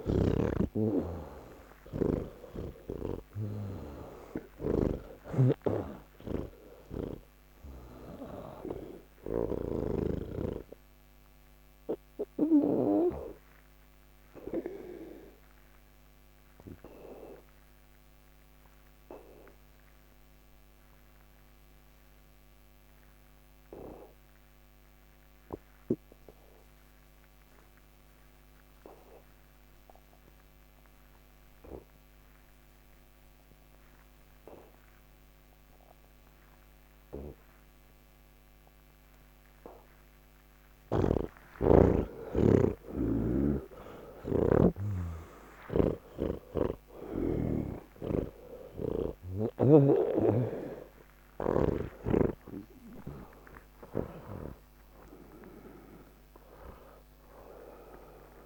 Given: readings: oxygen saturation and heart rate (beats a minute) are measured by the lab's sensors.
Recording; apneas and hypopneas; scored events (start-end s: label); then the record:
breathing in sleep by a microphone on the trachea; 1
0.00-1.50 s: oxygen desaturation (device-marked, oxygen 91% lowest, heart rate 50 extreme)
0.00-9.50 s: snoring (device-marked)
6.50-28.50 s: oxygen desaturation (device-marked, oxygen 93% before, 83% lowest, heart rate 138 before, 64 extreme)
18.50-39.00 s: obstructive apnea (oxygen 97% before, 80% lowest, heart rate 133 before, 77 extreme, up 20 after)
41.00-47.50 s: snoring (device-marked)
41.50-58.46 s: oxygen desaturation (device-marked, oxygen 98% before, 80% lowest, heart rate 122 before, 59 extreme)
From the record:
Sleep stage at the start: N2 (light sleep); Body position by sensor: on the back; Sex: male